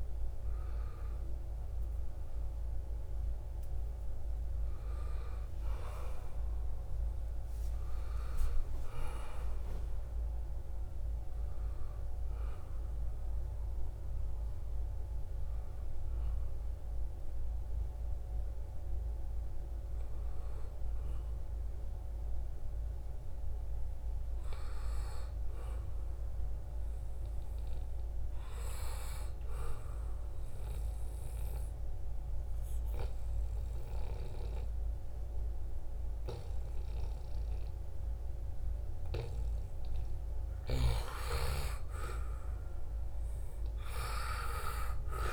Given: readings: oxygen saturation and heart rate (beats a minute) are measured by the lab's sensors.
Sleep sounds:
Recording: breathing in sleep by a room microphone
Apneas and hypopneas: 1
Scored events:
0.00-12.50 s: oxygen desaturation (device-marked, oxygen 86% lowest, heart rate 69 extreme)
5.00-7.00 s: long interval between heartbeats (device-marked, heart rate 94 before, 94 extreme)
11.50-45.33 s: new sleep stage, N2 (light sleep)
12.50-17.50 s: arousal
30.00-40.50 s: obstructive apnea (oxygen 98% before, 90% lowest, heart rate 83 before, 73 extreme, up 1 after)
38.50-45.33 s: oxygen desaturation (device-marked, oxygen 97% before, 93% lowest, heart rate 79 before, 72 extreme)
42.00-45.33 s: arousal
From the record:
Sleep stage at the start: N1 (lightest sleep)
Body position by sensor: on the right side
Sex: male

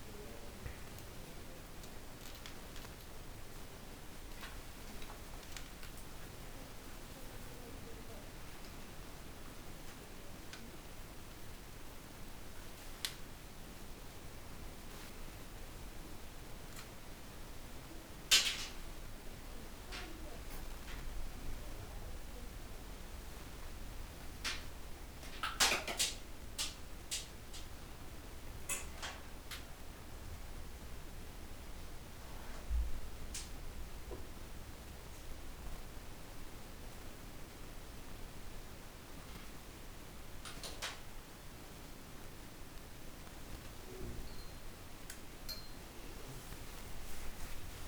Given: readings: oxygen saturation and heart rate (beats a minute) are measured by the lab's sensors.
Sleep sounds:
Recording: a person awake in a sleep study, by a room microphone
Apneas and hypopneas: none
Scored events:
none scored
From the record:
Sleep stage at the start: awake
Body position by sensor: on the back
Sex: male

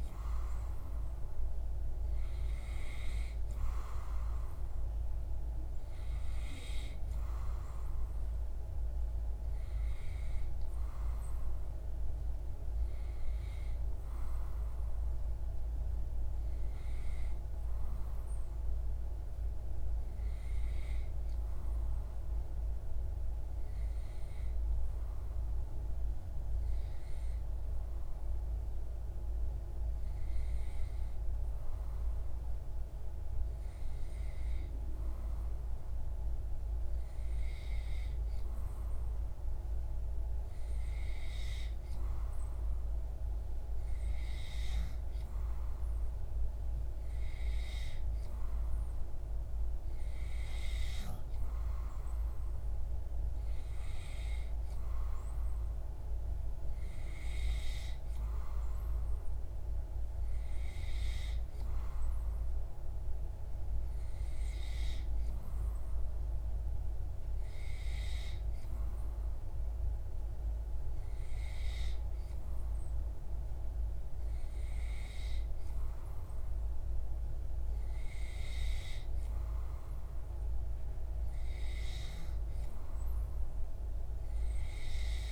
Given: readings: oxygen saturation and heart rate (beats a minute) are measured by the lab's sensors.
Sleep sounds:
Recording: breathing in sleep, hard to hear, by a room microphone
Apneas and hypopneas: none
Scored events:
none scored
From the record:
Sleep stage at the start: N2 (light sleep)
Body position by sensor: on the back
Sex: male

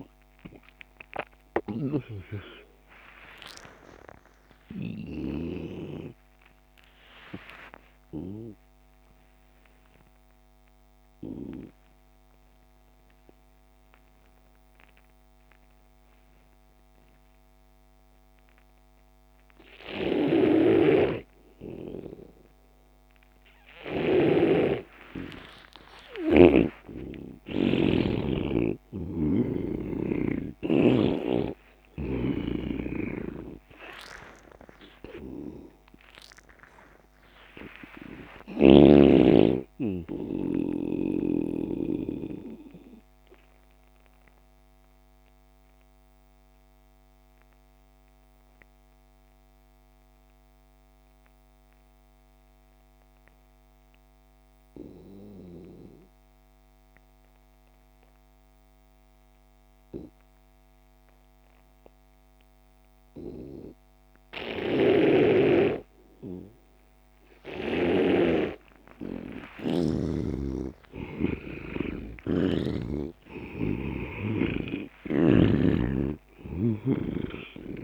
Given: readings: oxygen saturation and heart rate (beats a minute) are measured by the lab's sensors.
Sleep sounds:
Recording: breathing in sleep by a microphone on the trachea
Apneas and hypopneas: 2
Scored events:
0.00-2.50 s: snoring (device-marked)
0.00-17.00 s: oxygen desaturation (device-marked, oxygen 86% lowest)
6.50-25.00 s: obstructive apnea (oxygen 99% before, 83% lowest)
20.50-24.50 s: snoring (device-marked)
25.50-30.00 s: arousal
26.50-30.00 s: snoring (device-marked)
28.00-47.00 s: oxygen desaturation (device-marked, oxygen 98% before, 86% lowest)
43.50-70.50 s: obstructive apnea (oxygen 98% before, 83% lowest)
65.00-68.50 s: snoring (device-marked)
65.00-77.84 s: oxygen desaturation (device-marked, oxygen 98% before, 83% lowest)
71.00-75.00 s: arousal
75.50-77.84 s: snoring (device-marked)
From the record:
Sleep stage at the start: N2 (light sleep)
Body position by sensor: on the back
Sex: male

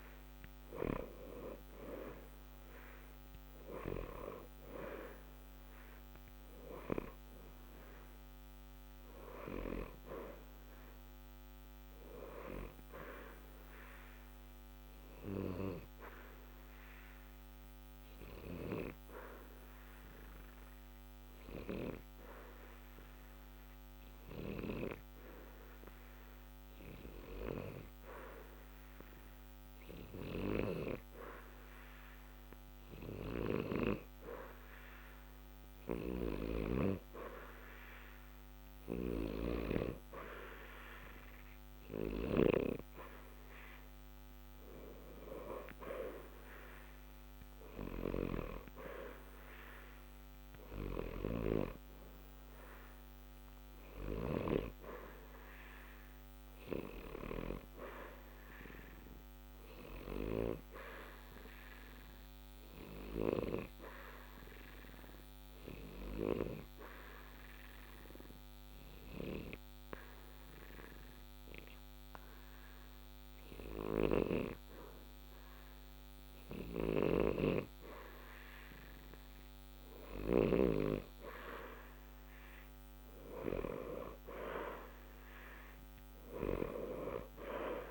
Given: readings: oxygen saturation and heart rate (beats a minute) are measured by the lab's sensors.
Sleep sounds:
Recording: breathing in sleep by a microphone on the trachea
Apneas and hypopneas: 2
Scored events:
13.00-31.50 s: obstructive apnea (oxygen 92% before, 88% lowest, heart rate 60 before, 60 extreme, up 0 after)
14.50-31.50 s: oxygen desaturation (device-marked, oxygen 91% before, 88% lowest, heart rate 60 before, 60 extreme)
33.00-36.50 s: arousal
52.50-69.50 s: oxygen desaturation (device-marked, oxygen 93% before, 89% lowest, heart rate 61 before, 60 extreme)
65.00-78.50 s: obstructive apnea (oxygen 93% before, 88% lowest, heart rate 60 before, 60 extreme, up 0 after)
80.50-84.50 s: arousal
From the record:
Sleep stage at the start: N2 (light sleep)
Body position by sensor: on the back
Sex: male

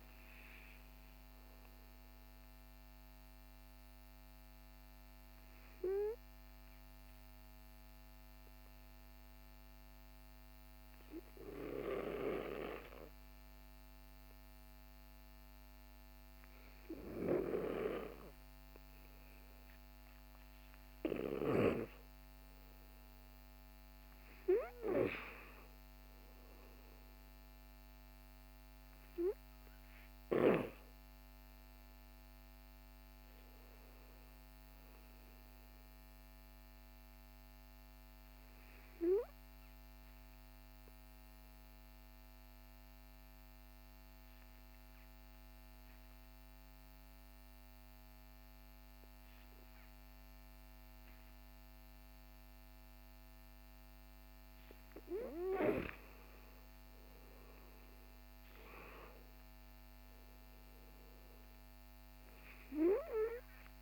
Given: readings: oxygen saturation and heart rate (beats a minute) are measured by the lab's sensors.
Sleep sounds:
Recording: breathing in sleep by a microphone on the trachea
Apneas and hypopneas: 2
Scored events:
5.00-19.50 s: obstructive apnea (oxygen 98% before, 91% lowest, heart rate 57 before, 45 extreme, up 16 after)
22.50-26.00 s: arousal
41.00-54.50 s: obstructive apnea (oxygen 98% before, 92% lowest, heart rate 62 before, 48 extreme, up 14 after)
56.00-59.50 s: arousal
From the record:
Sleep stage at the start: N2 (light sleep)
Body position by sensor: on the back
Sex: male

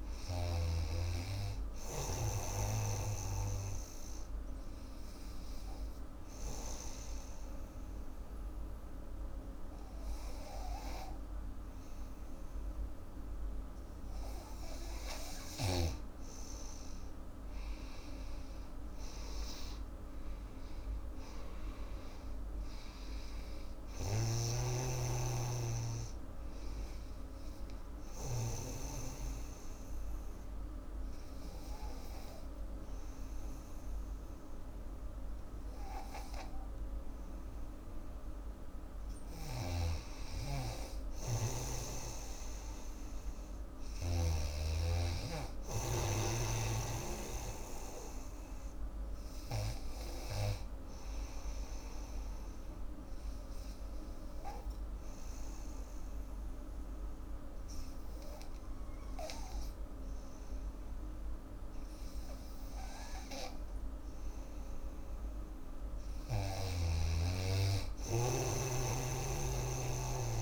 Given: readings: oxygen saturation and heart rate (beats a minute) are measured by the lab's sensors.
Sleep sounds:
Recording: breathing in sleep by a room microphone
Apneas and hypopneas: 3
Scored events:
0.00-1.00 s: arousal
2.00-10.00 s: oxygen desaturation (device-marked, oxygen 97% before, 94% lowest, heart rate 79 before, 79 extreme)
4.50-15.00 s: obstructive apnea (oxygen 97% before, 90% lowest, heart rate 79 before, 79 extreme, up 8 after)
17.00-21.00 s: arousal
21.00-35.00 s: oxygen desaturation (device-marked, oxygen 96% before, 90% lowest, heart rate 80 before, 74 extreme)
23.50-28.50 s: snoring (device-marked)
28.00-39.00 s: obstructive apnea (oxygen 97% before, 91% lowest, heart rate 82 before, 70 extreme, up 2 after)
40.50-44.00 s: arousal
45.00-54.00 s: oxygen desaturation (device-marked, oxygen 98% before, 92% lowest, heart rate 81 before, 70 extreme)
51.50-64.50 s: obstructive apnea (oxygen 98% before, 91% lowest, heart rate 79 before, 70 extreme, up 9 after)
67.00-70.42 s: arousal
68.00-70.42 s: oxygen desaturation (device-marked, oxygen 98% before, 91% lowest, heart rate 77 before, 75 extreme)
68.50-70.42 s: snoring (device-marked)
From the record:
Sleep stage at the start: N2 (light sleep)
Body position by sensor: on the back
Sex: female

